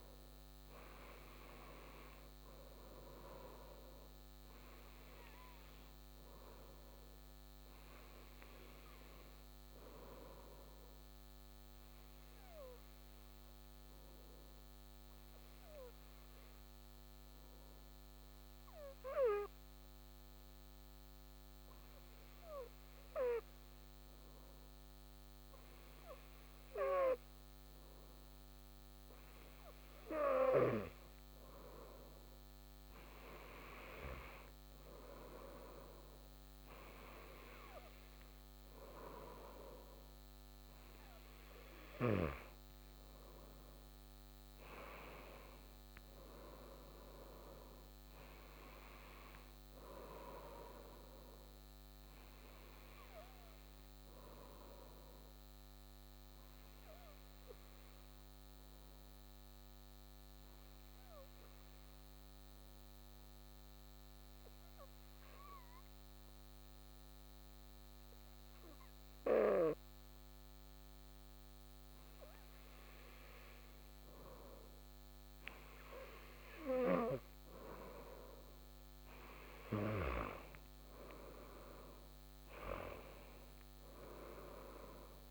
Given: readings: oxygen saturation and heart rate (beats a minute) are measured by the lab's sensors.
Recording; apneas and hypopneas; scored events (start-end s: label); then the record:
breathing in sleep by a microphone on the trachea; 2
6.50-29.50 s: obstructive apnea (oxygen 97% before, 93% lowest, heart rate 157 before, 28 extreme, up 14 after)
32.00-36.00 s: arousal
36.50-64.50 s: oxygen desaturation (device-marked, oxygen 96% before, 93% lowest, heart rate 52 before, 49 extreme)
51.50-75.00 s: obstructive apnea (oxygen 97% before, 93% lowest, heart rate 71 before, 49 extreme)
76.50-82.50 s: arousal
From the record:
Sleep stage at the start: N2 (light sleep); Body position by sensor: on the back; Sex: male